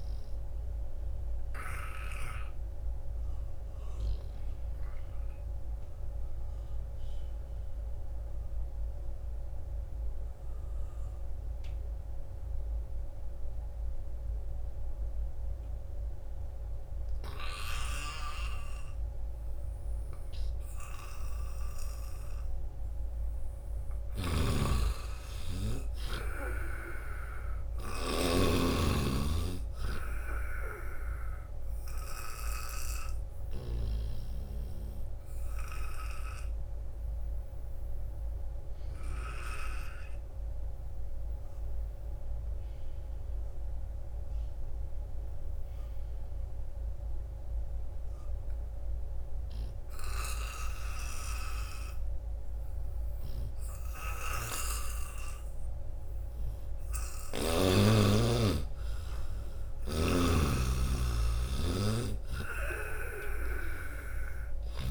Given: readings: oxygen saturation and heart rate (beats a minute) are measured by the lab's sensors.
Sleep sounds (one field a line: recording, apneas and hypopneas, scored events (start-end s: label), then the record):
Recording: breathing in sleep by a room microphone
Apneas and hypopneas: 2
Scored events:
0.00-13.00 s: oxygen desaturation (device-marked, oxygen 86% lowest, heart rate 67 extreme)
0.50-22.50 s: obstructive apnea (oxygen 98% before, 85% lowest, heart rate 77 before, 67 extreme, up 5 after)
24.00-34.00 s: snoring (device-marked)
24.00-49.00 s: oxygen desaturation (device-marked, oxygen 98% before, 88% lowest, heart rate 75 before, 72 extreme)
25.00-28.50 s: arousal
32.00-56.00 s: obstructive apnea (oxygen 98% before, 83% lowest, heart rate 71 before, 73 extreme, up 5 after)
53.00-57.50 s: snoring (device-marked)
57.00-64.91 s: oxygen desaturation (device-marked, oxygen 97% before, 85% lowest, heart rate 78 before, 64 extreme)
57.50-61.50 s: arousal
From the record:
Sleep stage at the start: N2 (light sleep)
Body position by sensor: on the back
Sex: male